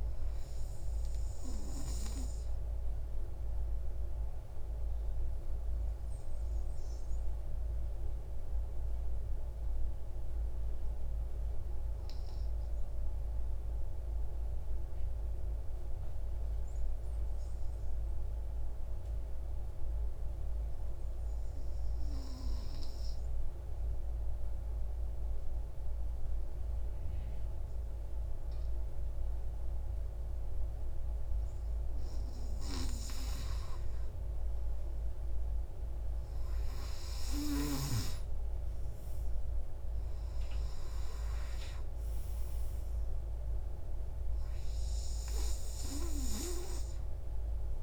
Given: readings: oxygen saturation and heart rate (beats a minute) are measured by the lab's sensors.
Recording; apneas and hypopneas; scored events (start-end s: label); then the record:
breathing in sleep by a room microphone; 1
8.00-31.00 s: mixed apnea (oxygen 97% before, 94% lowest)
32.00-43.00 s: oxygen desaturation (device-marked, oxygen 98% before, 96% lowest, heart rate 55 before, 38 extreme)
33.50-38.00 s: arousal
From the record:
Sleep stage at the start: N2 (light sleep); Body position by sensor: on the right side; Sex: male